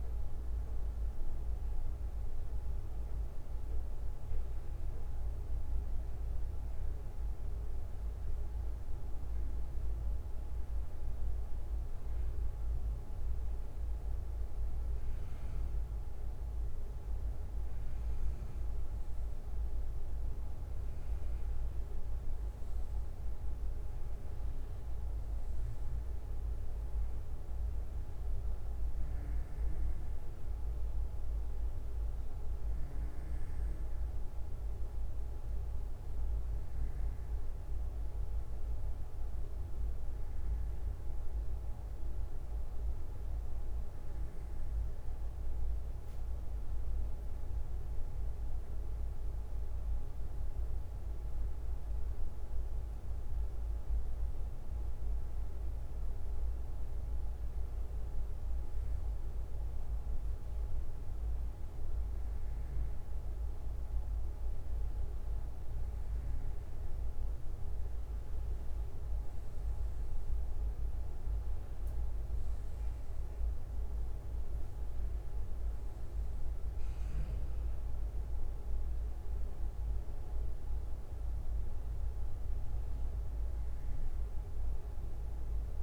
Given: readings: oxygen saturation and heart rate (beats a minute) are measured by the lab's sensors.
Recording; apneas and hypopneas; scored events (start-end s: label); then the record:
breathing in sleep, hard to hear, by a room microphone; none
53.00-55.00 s: bradycardia (device-marked, heart rate 69 before, 64 extreme)
From the record:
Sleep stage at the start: N1 (lightest sleep); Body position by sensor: on the back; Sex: male